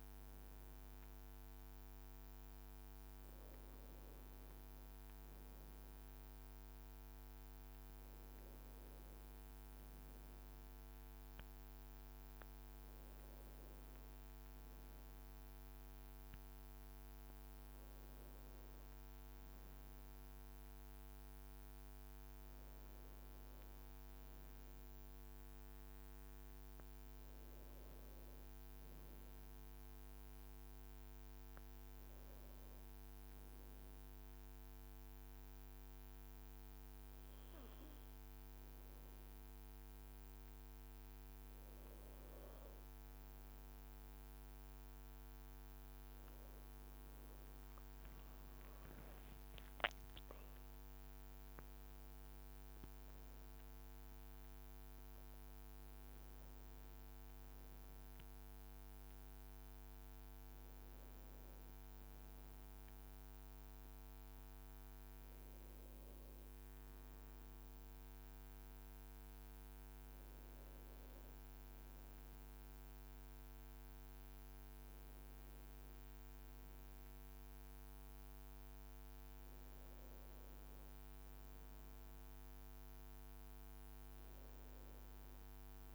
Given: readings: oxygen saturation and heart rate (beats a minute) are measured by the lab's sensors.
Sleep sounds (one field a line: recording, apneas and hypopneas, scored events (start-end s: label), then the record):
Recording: breathing in sleep, hard to hear, by a microphone on the trachea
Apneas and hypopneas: 1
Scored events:
32.00-42.00 s: obstructive apnea (oxygen 95% before, 95% lowest, heart rate 62 before, 58 extreme, up 2 after)
39.50-44.50 s: leg movement (device-marked)
46.00-50.00 s: arousal
70.00-77.00 s: leg movement (device-marked)
84.00-85.95 s: leg movement (device-marked)
From the record:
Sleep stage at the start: N2 (light sleep)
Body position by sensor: on the back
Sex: male